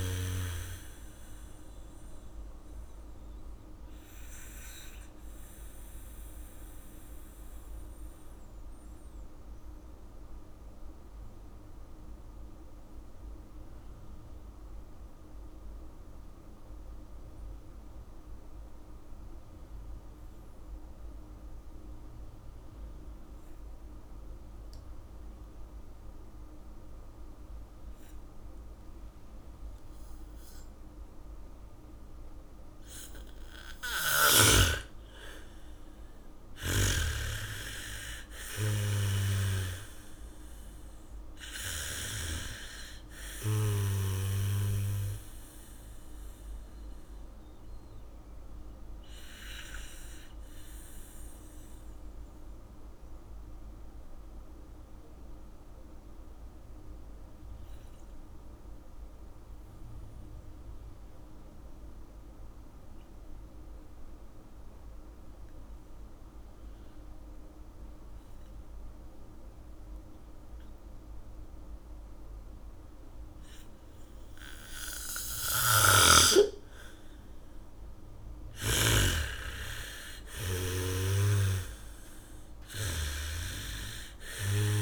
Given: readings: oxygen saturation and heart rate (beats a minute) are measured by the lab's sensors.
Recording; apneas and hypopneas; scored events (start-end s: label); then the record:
breathing in sleep by a room microphone; 2
0.00-22.50 s: oxygen desaturation (device-marked, oxygen 83% lowest, heart rate 40 extreme)
5.50-33.50 s: mixed apnea (oxygen 99% before, 82% lowest, heart rate 62 before, 54 extreme, up 9 after)
29.50-36.50 s: bradycardia (device-marked, heart rate 74 before, 55 extreme)
33.50-59.50 s: oxygen desaturation (device-marked, oxygen 99% before, 82% lowest, heart rate 71 before, 45 extreme)
35.00-40.00 s: arousal
49.50-78.50 s: mixed apnea (oxygen 99% before, 81% lowest, heart rate 68 before, 45 extreme, up 0 after)
71.50-84.82 s: oxygen desaturation (device-marked, oxygen 99% before, 81% lowest, heart rate 76 before, 45 extreme)
76.00-79.50 s: snoring (device-marked)
76.50-82.50 s: bradycardia (device-marked, heart rate 75 before, 45 extreme)
80.50-84.50 s: arousal
From the record:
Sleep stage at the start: N2 (light sleep); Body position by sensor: on the back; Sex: female